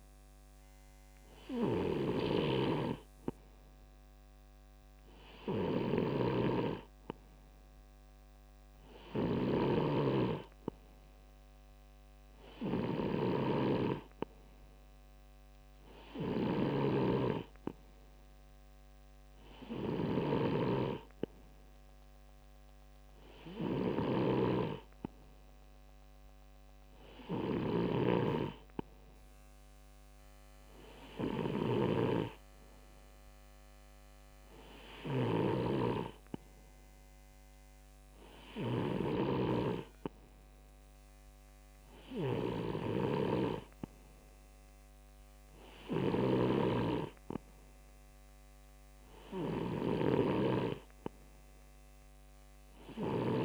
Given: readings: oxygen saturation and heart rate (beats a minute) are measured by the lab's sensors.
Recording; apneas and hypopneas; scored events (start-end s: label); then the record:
breathing in sleep by a microphone on the trachea; none
0.00-53.45 s: snoring (device-marked)
28.50-53.45 s: new sleep stage, N3 (deep sleep)
31.50-33.50 s: bradycardia (device-marked, heart rate 61 before, 60 extreme)
From the record:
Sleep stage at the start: N2 (light sleep); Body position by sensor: on the left side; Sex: male